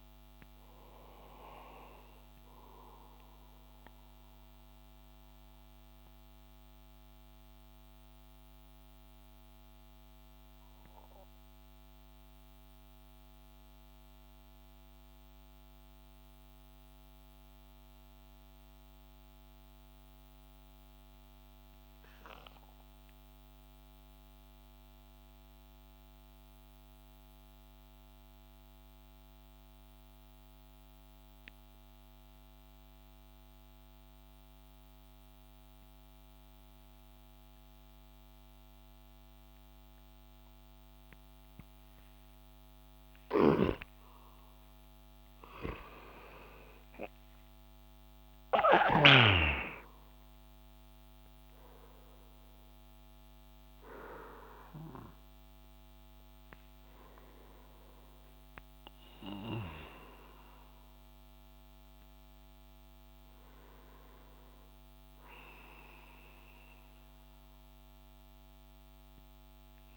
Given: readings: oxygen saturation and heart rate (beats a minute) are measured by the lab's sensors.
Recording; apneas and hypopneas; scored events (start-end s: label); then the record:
breathing in sleep by a microphone on the trachea; 1
0.00-2.50 s: oxygen desaturation (device-marked, oxygen 89% lowest)
1.50-42.50 s: mixed apnea (oxygen 96% before, 89% lowest)
34.50-69.97 s: oxygen desaturation (device-marked, oxygen 98% before, 89% lowest)
43.00-48.50 s: snoring (device-marked)
48.00-53.00 s: arousal
From the record:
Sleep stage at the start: N2 (light sleep); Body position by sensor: on the back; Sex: male